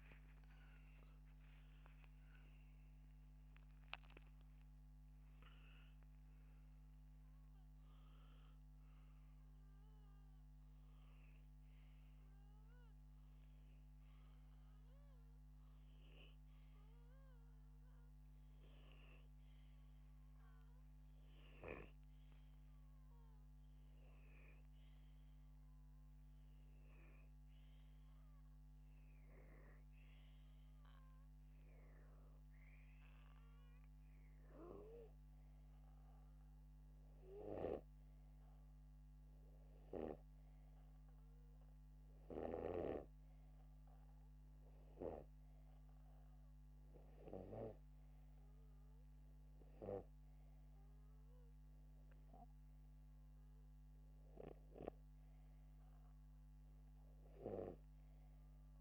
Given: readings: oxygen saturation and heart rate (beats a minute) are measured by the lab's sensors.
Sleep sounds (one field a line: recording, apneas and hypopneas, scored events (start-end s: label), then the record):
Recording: breathing in sleep by a microphone on the trachea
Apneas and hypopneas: none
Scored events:
0.00-4.00 s: arousal
From the record:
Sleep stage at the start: N2 (light sleep)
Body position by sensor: upright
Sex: male